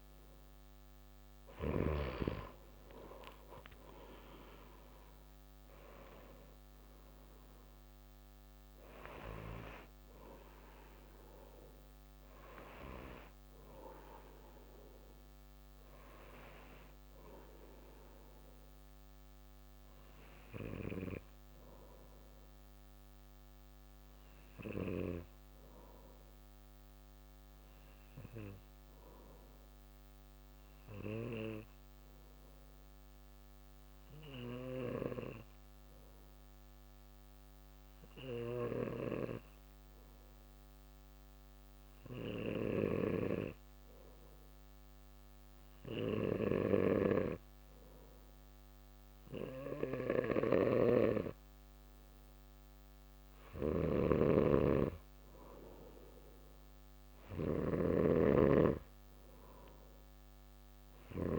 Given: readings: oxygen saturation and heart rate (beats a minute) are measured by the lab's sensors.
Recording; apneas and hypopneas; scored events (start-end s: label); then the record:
breathing in sleep by a microphone on the trachea; 1
0.00-2.00 s: snoring (device-marked)
34.00-49.50 s: hypopnea (oxygen 95% before, 94% lowest)
52.50-56.50 s: arousal
53.00-61.39 s: snoring (device-marked)
From the record:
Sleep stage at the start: N2 (light sleep); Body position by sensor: on the back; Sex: male